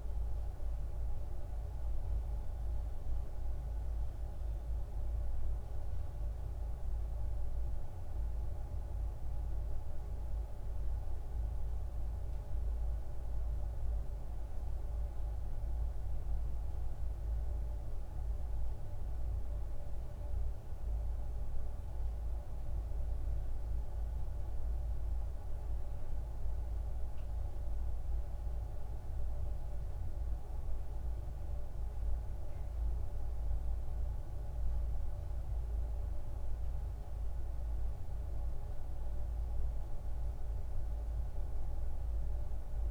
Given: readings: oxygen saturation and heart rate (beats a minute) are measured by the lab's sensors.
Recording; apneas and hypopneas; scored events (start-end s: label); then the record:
a person awake in a sleep study, hard to hear, by a room microphone; none
none scored
From the record:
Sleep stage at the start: awake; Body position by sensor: on the back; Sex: male